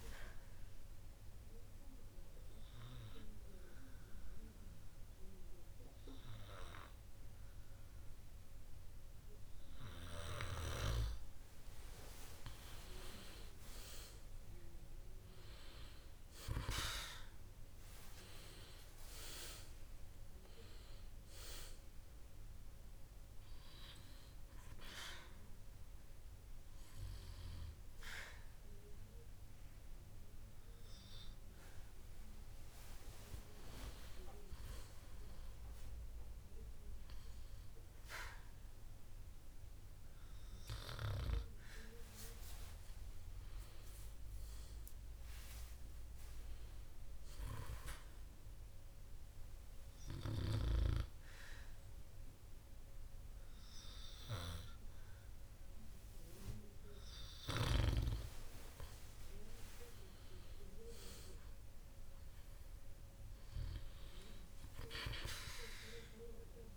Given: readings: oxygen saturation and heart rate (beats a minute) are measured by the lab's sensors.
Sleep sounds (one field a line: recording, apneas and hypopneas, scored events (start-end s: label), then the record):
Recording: breathing in sleep by a room microphone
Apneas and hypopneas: 3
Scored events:
1.50-13.00 s: obstructive apnea (oxygen 98% before, 94% lowest, heart rate 61 before, 57 extreme, up 12 after)
15.00-18.00 s: arousal
24.50-34.50 s: obstructive apnea (oxygen 98% before, 94% lowest, heart rate 64 before, 57 extreme, up 7 after)
37.00-40.50 s: arousal
48.50-59.00 s: obstructive apnea (oxygen 97% before, 94% lowest, heart rate 61 before, 59 extreme, up 7 after)
60.50-64.00 s: arousal
From the record:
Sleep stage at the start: N2 (light sleep)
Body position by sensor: on the back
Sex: male